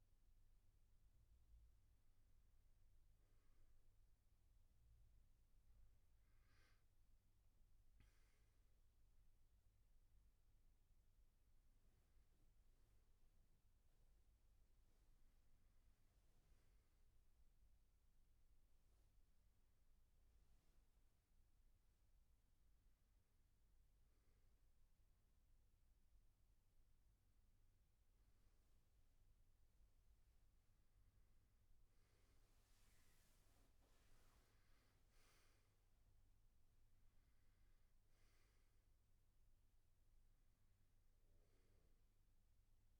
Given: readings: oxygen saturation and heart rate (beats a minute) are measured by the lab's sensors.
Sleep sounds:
breathing in sleep, hard to hear, by a room microphone; none
36.00-40.00 s: arousal
From the record:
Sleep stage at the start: N1 (lightest sleep); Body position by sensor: on the back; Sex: male

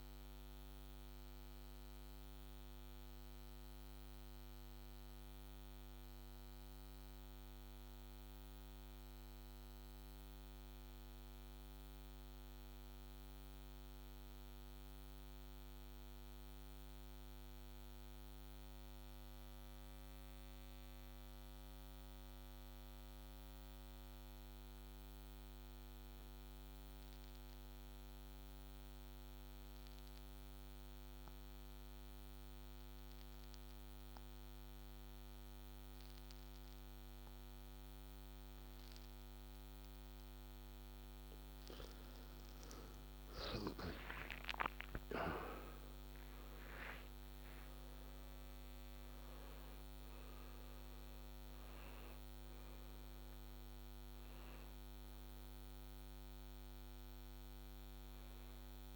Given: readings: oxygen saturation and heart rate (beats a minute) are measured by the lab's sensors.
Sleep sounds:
breathing in sleep, hard to hear, by a microphone on the trachea; 1
0.00-21.00 s: oxygen desaturation (device-marked, oxygen 86% lowest, heart rate 65 extreme)
7.00-37.00 s: mixed apnea (oxygen 98% before, 82% lowest, heart rate 71 before, 65 extreme, up 5 after)
33.00-58.96 s: oxygen desaturation (device-marked, oxygen 99% before, 82% lowest, heart rate 67 before, 59 extreme)
41.50-46.50 s: arousal
From the record:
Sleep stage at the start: N2 (light sleep); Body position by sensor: on the back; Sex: male

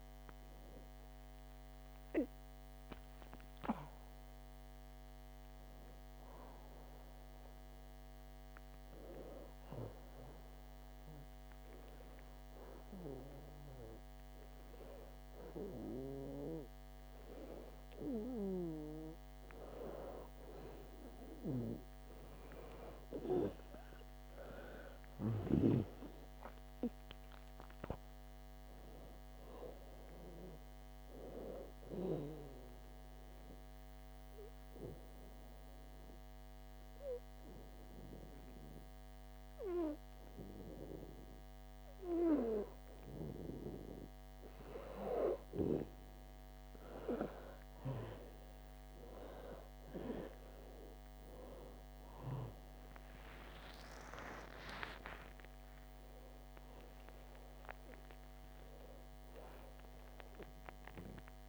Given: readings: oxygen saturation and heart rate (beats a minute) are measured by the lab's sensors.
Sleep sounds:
a person partly awake in a sleep study, by a microphone on the trachea; 2
5.00-61.49 s: new sleep stage, N1 (lightest sleep)
8.00-19.00 s: hypopnea (oxygen 99% before, 90% lowest, heart rate 89 before, 65 extreme, up 3 after)
19.00-45.00 s: oxygen desaturation (device-marked, oxygen 98% before, 91% lowest, heart rate 69 before, 61 extreme)
24.00-28.50 s: arousal
32.50-44.00 s: obstructive apnea (oxygen 99% before, 90% lowest, heart rate 69 before, 61 extreme, up 4 after)
49.50-54.50 s: arousal
52.00-61.49 s: oxygen desaturation (device-marked, oxygen 97% before, 90% lowest, heart rate 71 before, 61 extreme)
From the record:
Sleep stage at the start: awake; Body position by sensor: on the back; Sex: female

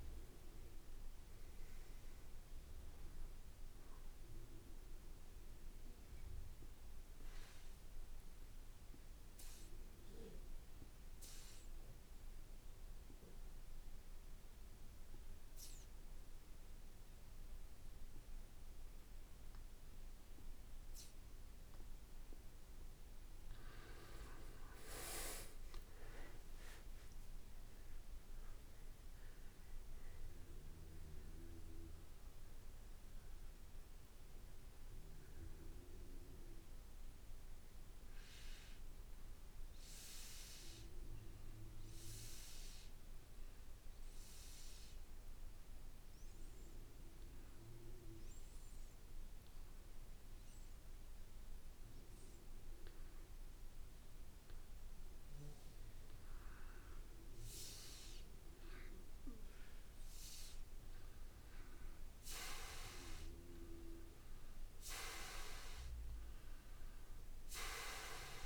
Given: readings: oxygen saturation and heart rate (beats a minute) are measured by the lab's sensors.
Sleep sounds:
breathing in sleep by a room microphone; 2
6.50-23.00 s: obstructive apnea (oxygen 95% before, 87% lowest, heart rate 63 before, 55 extreme, up 8 after)
24.50-28.50 s: arousal
26.00-51.00 s: oxygen desaturation (device-marked, oxygen 95% before, 87% lowest, heart rate 57 before, 55 extreme)
28.00-42.00 s: drop in pulse transit time (device-marked, heart rate 57 before, 58 extreme)
44.00-58.00 s: obstructive apnea (oxygen 95% before, 87% lowest, heart rate 61 before, 55 extreme, up 5 after)
59.50-64.00 s: arousal
64.00-68.46 s: oxygen desaturation (device-marked, oxygen 97% before, 91% lowest, heart rate 57 before, 56 extreme)
From the record:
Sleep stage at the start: N2 (light sleep); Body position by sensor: on the back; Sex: male

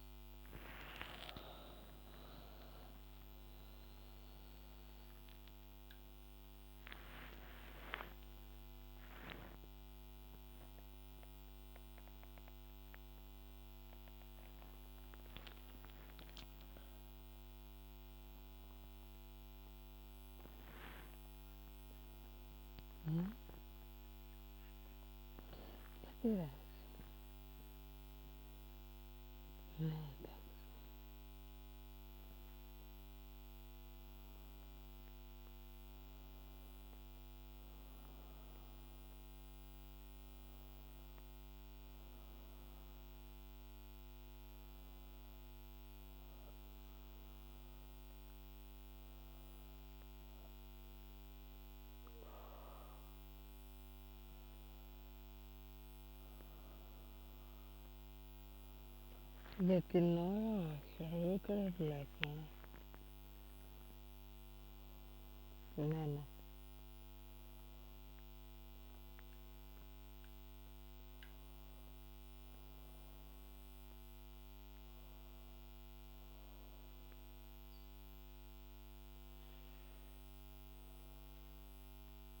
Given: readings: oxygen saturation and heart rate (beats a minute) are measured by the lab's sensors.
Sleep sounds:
a person awake in a sleep study, by a microphone on the trachea; none
61.50-66.00 s: snoring (device-marked)
From the record:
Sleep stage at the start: awake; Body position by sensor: on the right side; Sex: female

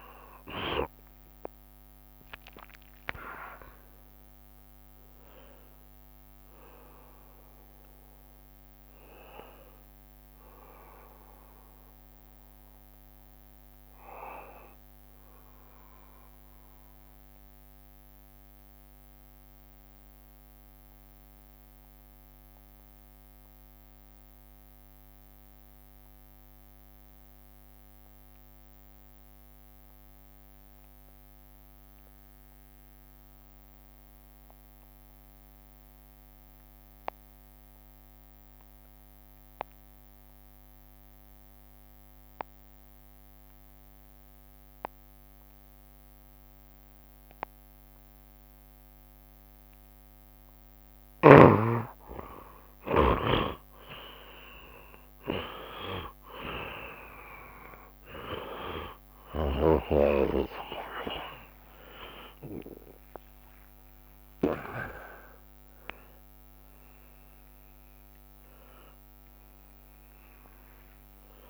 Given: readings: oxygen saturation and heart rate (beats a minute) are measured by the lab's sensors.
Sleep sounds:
breathing in sleep by a microphone on the trachea; 1
0.00-21.00 s: oxygen desaturation (device-marked, oxygen 79% lowest, heart rate 62 extreme)
8.50-50.50 s: obstructive apnea (oxygen 89% before, 77% lowest, heart rate 76 before, 62 extreme, up 7 after)
24.50-26.50 s: long interval between heartbeats (device-marked, heart rate 70 before, 71 extreme)
38.00-71.50 s: oxygen desaturation (device-marked, oxygen 94% before, 77% lowest, heart rate 68 before, 68 extreme)
39.00-49.00 s: tachycardia (device-marked, heart rate 73 before, 114 extreme)
40.00-42.00 s: long interval between heartbeats (device-marked, heart rate 70 before, 96 extreme)
42.50-44.50 s: long interval between heartbeats (device-marked, heart rate 73 before, 101 extreme)
47.50-49.50 s: long interval between heartbeats (device-marked, heart rate 82 before, 104 extreme)
51.00-53.00 s: long interval between heartbeats (device-marked, heart rate 90 before, 98 extreme)
53.00-55.00 s: long interval between heartbeats (device-marked, heart rate 94 before, 100 extreme)
56.00-62.50 s: arousal
60.00-62.00 s: long interval between heartbeats (device-marked, heart rate 100 before, 83 extreme)
60.00-62.00 s: tachycardia (device-marked, heart rate 75 before, 93 extreme)
63.00-65.00 s: long interval between heartbeats (device-marked, heart rate 98 before, 103 extreme)
From the record:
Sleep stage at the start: N1 (lightest sleep); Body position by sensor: on the back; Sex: male

